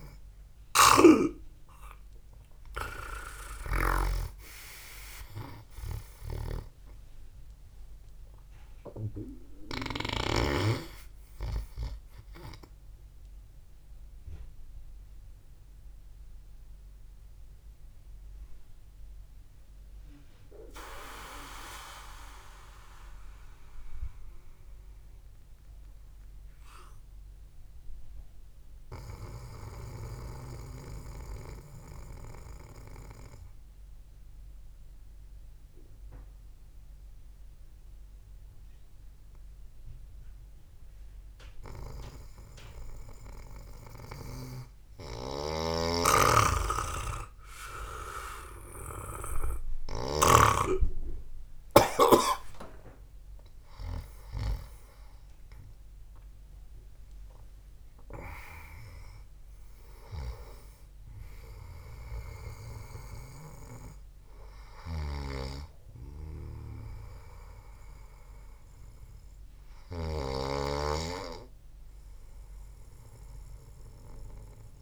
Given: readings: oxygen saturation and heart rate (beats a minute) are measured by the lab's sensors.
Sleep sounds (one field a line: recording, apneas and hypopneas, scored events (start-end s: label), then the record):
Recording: breathing in sleep by a room microphone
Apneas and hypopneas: 1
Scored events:
0.00-1.50 s: arousal
1.50-11.00 s: snoring (device-marked)
2.00-36.00 s: oxygen desaturation (device-marked, oxygen 98% before, 84% lowest, heart rate 66 before, 53 extreme)
16.50-44.50 s: hypopnea (oxygen 98% before, 84% lowest, heart rate 58 before, 53 extreme, up 5 after)
46.00-51.00 s: snoring (device-marked)
53.00-57.00 s: arousal
53.00-73.00 s: oxygen desaturation (device-marked, oxygen 98% before, 91% lowest, heart rate 67 before, 68 extreme)
65.50-71.00 s: snoring (device-marked)
From the record:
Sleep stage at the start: N2 (light sleep)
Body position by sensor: on the back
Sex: male